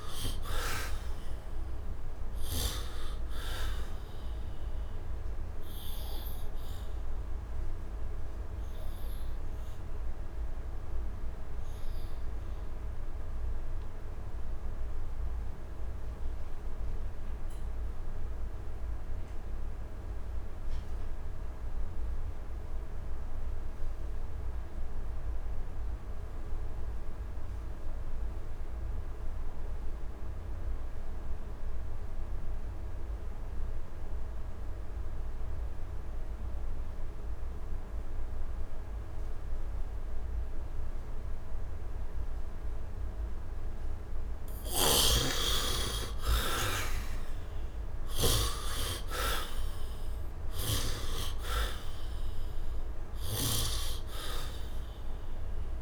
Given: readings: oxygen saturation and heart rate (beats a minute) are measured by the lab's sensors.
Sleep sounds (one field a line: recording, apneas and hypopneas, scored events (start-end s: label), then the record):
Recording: breathing in sleep by a room microphone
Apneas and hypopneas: 1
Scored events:
0.00-14.00 s: oxygen desaturation (device-marked, oxygen 83% lowest, heart rate 72 extreme)
3.50-44.50 s: obstructive apnea (oxygen 100% before, 67% lowest, heart rate 93 before, 72 extreme, up 46 after)
24.00-55.82 s: oxygen desaturation (device-marked, oxygen 99% before, 67% lowest, heart rate 85 before, 73 extreme)
44.00-48.00 s: snoring (device-marked)
46.50-50.00 s: arousal
From the record:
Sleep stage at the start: N2 (light sleep)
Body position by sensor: on the back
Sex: male